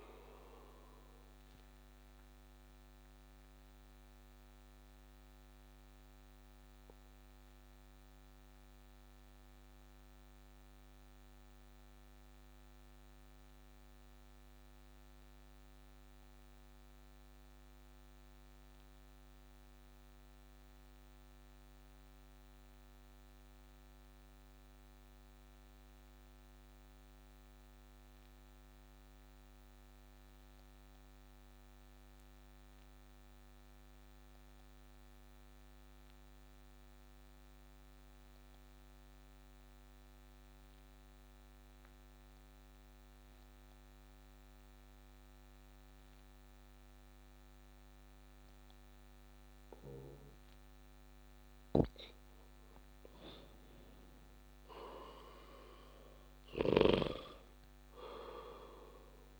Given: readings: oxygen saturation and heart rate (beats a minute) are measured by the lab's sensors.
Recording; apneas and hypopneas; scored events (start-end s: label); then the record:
breathing in sleep by a microphone on the trachea; 1
2.00-49.00 s: obstructive apnea (oxygen 97% before, 91% lowest)
44.50-48.50 s: oxygen desaturation (device-marked, oxygen 98% before, 96% lowest)
52.00-57.00 s: arousal
From the record:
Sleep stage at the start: N2 (light sleep); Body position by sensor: on the back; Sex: male